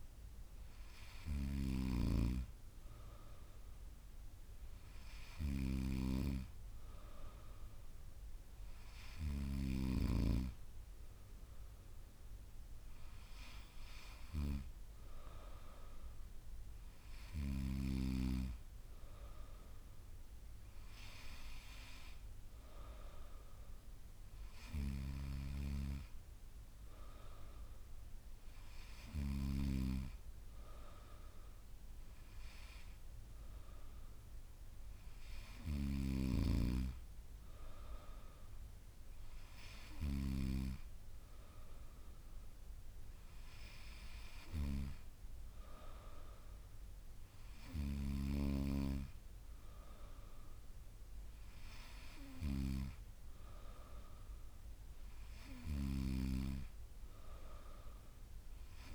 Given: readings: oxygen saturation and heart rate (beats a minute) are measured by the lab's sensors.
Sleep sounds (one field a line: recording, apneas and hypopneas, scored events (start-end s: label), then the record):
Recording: breathing in sleep by a room microphone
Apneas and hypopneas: none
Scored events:
none scored
From the record:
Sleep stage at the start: N2 (light sleep)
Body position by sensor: on the back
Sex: female